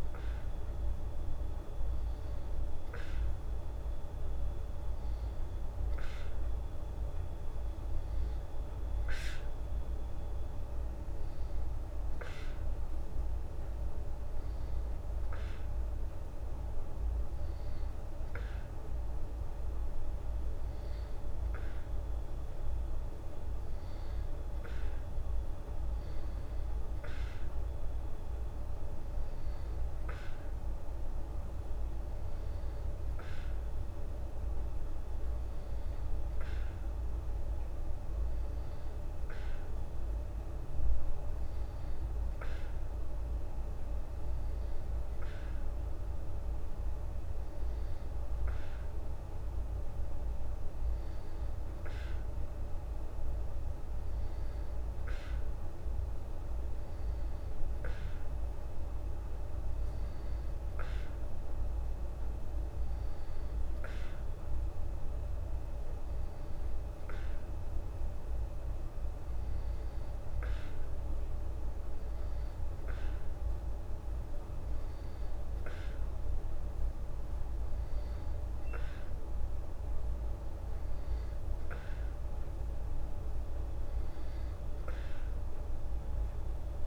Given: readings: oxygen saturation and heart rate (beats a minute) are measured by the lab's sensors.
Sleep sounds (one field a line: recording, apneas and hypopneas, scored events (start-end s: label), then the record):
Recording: breathing in sleep, hard to hear, by a room microphone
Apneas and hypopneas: none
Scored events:
none scored
From the record:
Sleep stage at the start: N2 (light sleep)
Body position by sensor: on the back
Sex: female